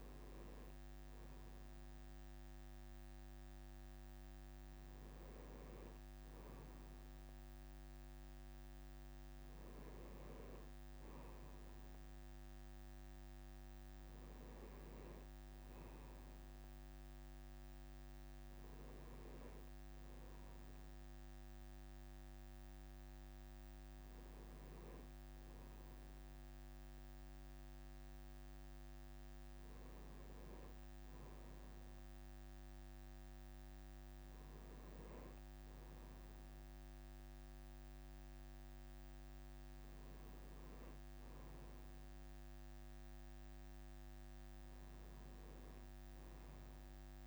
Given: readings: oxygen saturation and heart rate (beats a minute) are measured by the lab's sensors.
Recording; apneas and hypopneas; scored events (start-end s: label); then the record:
breathing in sleep, hard to hear, by a microphone on the trachea; none
none scored
From the record:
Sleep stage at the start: N2 (light sleep); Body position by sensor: on the right side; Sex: male